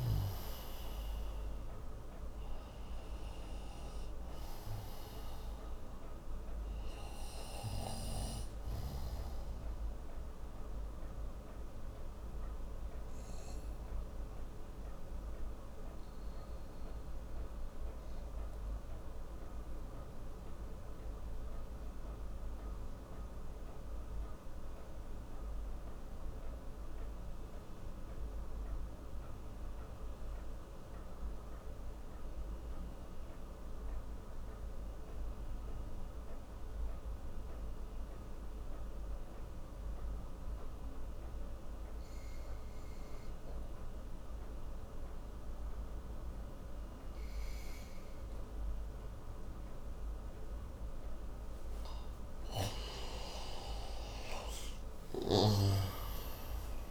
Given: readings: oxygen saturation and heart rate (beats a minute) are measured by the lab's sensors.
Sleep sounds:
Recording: breathing in sleep by a room microphone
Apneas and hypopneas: 1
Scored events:
0.00-26.00 s: oxygen desaturation (device-marked, oxygen 88% lowest)
11.50-51.00 s: obstructive apnea (oxygen 97% before, 87% lowest)
41.00-56.91 s: oxygen desaturation (device-marked, oxygen 98% before, 87% lowest)
54.00-56.91 s: arousal
From the record:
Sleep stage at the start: N2 (light sleep)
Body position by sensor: on the right side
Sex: male

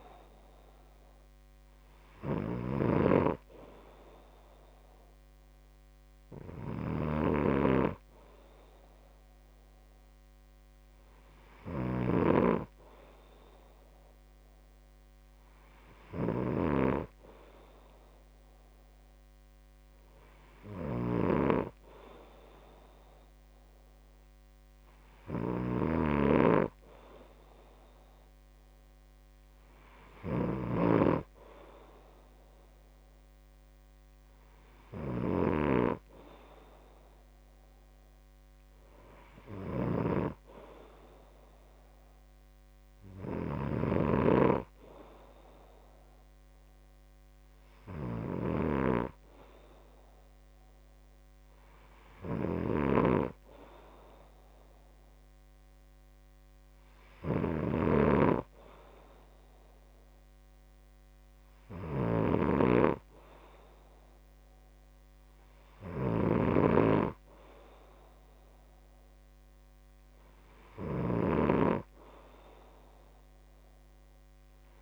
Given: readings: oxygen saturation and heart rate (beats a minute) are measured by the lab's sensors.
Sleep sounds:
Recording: breathing in sleep by a microphone on the trachea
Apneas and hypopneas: none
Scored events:
26.50-31.50 s: snoring (device-marked)
58.00-67.50 s: snoring (device-marked)
From the record:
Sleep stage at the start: N2 (light sleep)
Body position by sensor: on the back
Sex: male

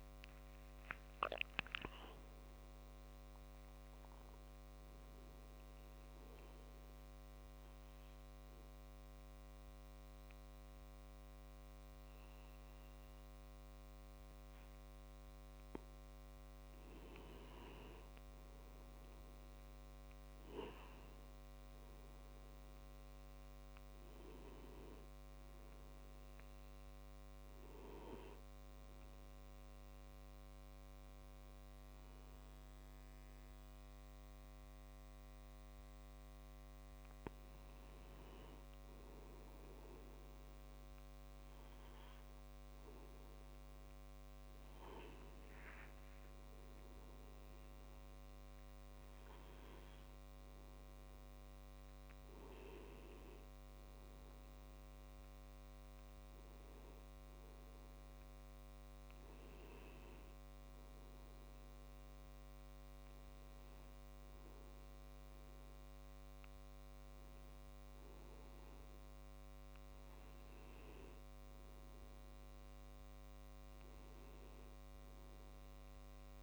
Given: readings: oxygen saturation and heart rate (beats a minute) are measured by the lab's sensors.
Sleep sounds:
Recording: breathing in sleep, hard to hear, by a microphone on the trachea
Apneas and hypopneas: 2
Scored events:
0.00-1.00 s: arousal
4.50-16.50 s: oxygen desaturation (device-marked, oxygen 96% before, 91% lowest, heart rate 66 before, 53 extreme)
5.50-17.00 s: obstructive apnea (oxygen 96% before, 91% lowest, heart rate 67 before, 53 extreme, up 13 after)
19.00-22.50 s: arousal
26.50-37.50 s: hypopnea (oxygen 96% before, 93% lowest, heart rate 59 before, 53 extreme, up 9 after)
39.50-43.00 s: arousal
From the record:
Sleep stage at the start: N2 (light sleep)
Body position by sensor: on the back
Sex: male

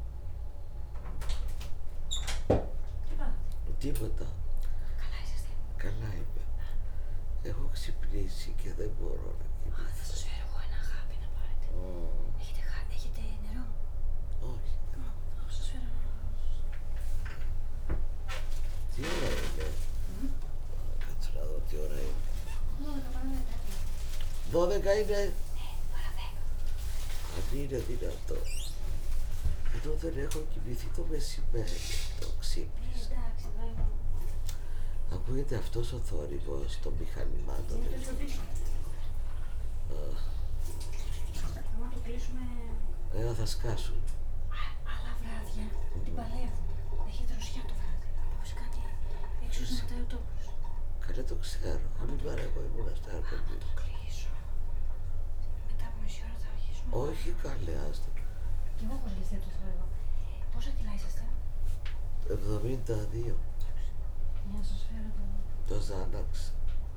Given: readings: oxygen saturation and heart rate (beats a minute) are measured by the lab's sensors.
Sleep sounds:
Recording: a person awake in a sleep study, by a room microphone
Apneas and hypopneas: none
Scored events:
17.50-25.50 s: tachycardia (device-marked, heart rate 82 before, 131 extreme)
21.00-23.00 s: long interval between heartbeats (device-marked, heart rate 83 before, 112 extreme)
27.50-29.50 s: long interval between heartbeats (device-marked, heart rate 98 before, 95 extreme)
27.50-36.50 s: drop in pulse transit time (device-marked, heart rate 98 before, 87 extreme)
From the record:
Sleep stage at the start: awake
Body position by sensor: on the back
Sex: female

